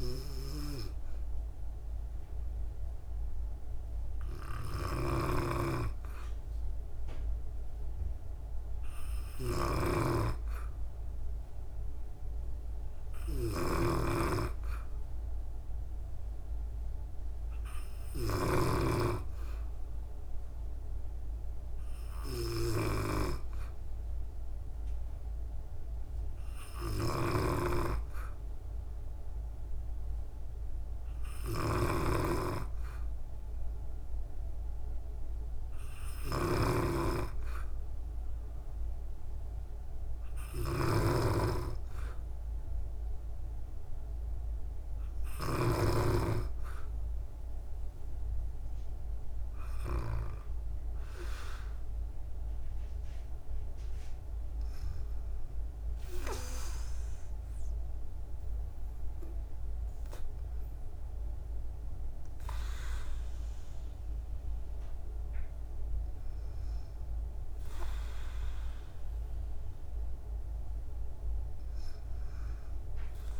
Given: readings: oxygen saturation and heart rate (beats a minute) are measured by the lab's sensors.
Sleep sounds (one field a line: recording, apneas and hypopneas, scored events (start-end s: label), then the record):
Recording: breathing in sleep by a room microphone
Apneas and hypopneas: none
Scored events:
4.50-45.50 s: snoring (device-marked)
From the record:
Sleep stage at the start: N2 (light sleep)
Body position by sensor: on the back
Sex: female